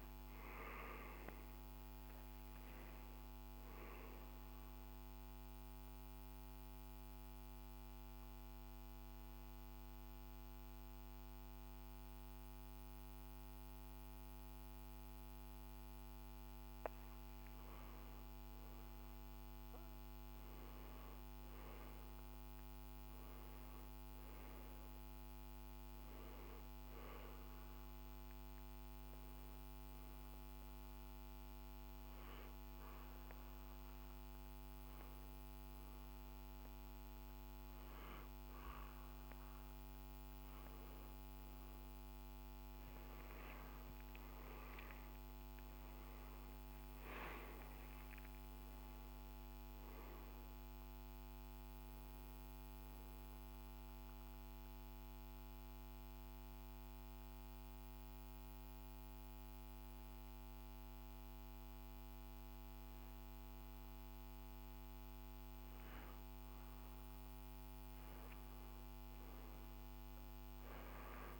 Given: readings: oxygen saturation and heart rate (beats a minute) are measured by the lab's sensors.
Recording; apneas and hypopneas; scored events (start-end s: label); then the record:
breathing in sleep, hard to hear, by a microphone on the trachea; 3
5.50-16.50 s: central apnea (oxygen 96% before, 92% lowest, heart rate 73 before, 57 extreme, up 7 after)
19.00-23.50 s: arousal
27.50-38.50 s: oxygen desaturation (device-marked, oxygen 98% before, 92% lowest, heart rate 67 before, 55 extreme)
29.00-40.50 s: hypopnea (oxygen 98% before, 92% lowest, heart rate 66 before, 55 extreme, up 20 after)
42.50-47.00 s: arousal
54.00-66.50 s: obstructive apnea (oxygen 97% before, 93% lowest, heart rate 68 before, 60 extreme, up 11 after)
69.00-71.40 s: arousal
From the record:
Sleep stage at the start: N2 (light sleep); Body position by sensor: on the back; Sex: male